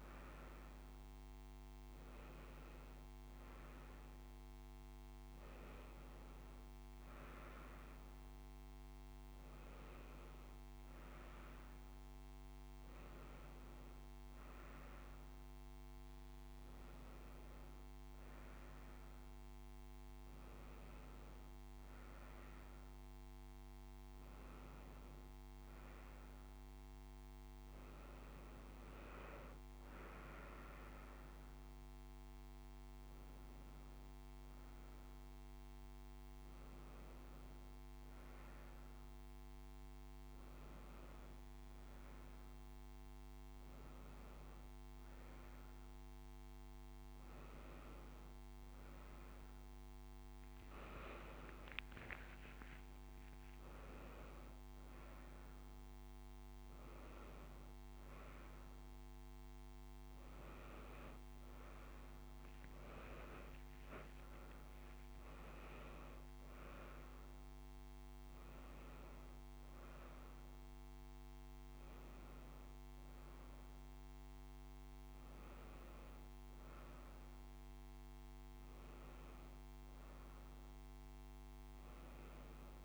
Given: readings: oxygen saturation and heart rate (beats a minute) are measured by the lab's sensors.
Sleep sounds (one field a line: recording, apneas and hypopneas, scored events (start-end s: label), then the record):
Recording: a person awake in a sleep study, hard to hear, by a microphone on the trachea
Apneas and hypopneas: none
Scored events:
80.00-82.00 s: long interval between heartbeats (device-marked, heart rate 74 before, 72 extreme)
From the record:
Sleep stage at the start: awake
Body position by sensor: on the front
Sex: female